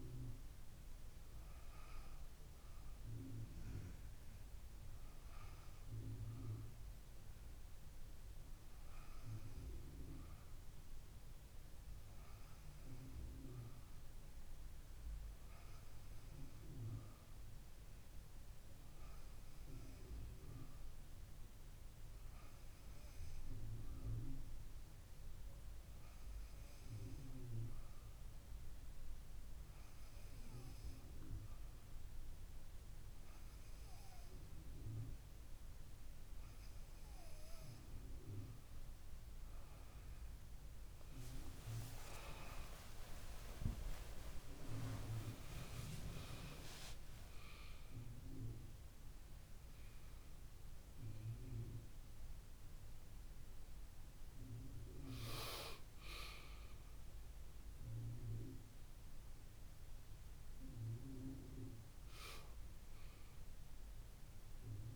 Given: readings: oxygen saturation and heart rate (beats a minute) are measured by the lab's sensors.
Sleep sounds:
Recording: breathing in sleep by a room microphone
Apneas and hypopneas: 1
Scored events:
14.50-36.00 s: hypopnea (oxygen 97% before, 94% lowest, heart rate 71 before, 70 extreme, up 27 after)
40.50-46.00 s: arousal
42.50-44.50 s: long interval between heartbeats (device-marked, heart rate 72 before, 92 extreme)
46.50-48.50 s: long interval between heartbeats (device-marked, heart rate 80 before, 149 extreme)
From the record:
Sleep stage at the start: N2 (light sleep)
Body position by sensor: on the back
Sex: female

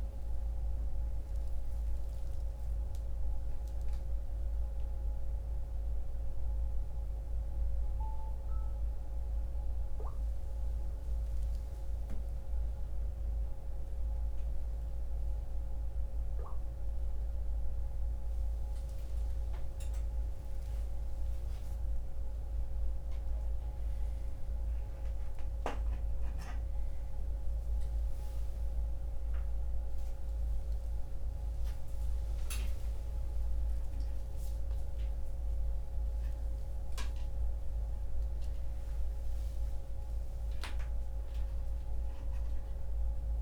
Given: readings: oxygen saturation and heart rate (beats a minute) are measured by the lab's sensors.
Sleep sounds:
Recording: a person awake in a sleep study, hard to hear, by a room microphone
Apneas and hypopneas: none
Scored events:
21.00-28.00 s: oxygen desaturation (device-marked, oxygen 96% before, 93% lowest, heart rate 93 before, 57 extreme)
From the record:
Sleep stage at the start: awake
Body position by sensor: on the back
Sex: male

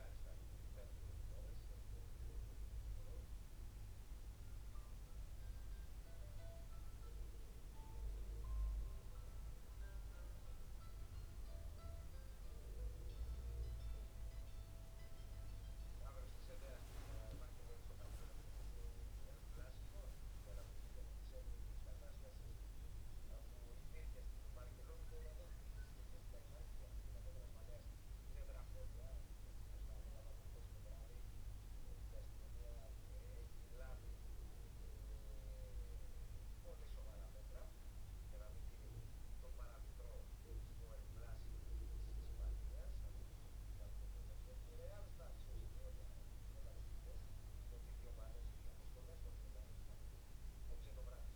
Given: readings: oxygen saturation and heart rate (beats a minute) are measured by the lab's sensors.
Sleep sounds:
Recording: breathing in sleep by a room microphone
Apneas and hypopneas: 1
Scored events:
6.50-17.50 s: central apnea (oxygen 97% before, 95% lowest, heart rate 65 before, 65 extreme, up 4 after)
20.00-23.50 s: arousal
From the record:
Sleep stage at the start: N2 (light sleep)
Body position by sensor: on the back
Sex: male

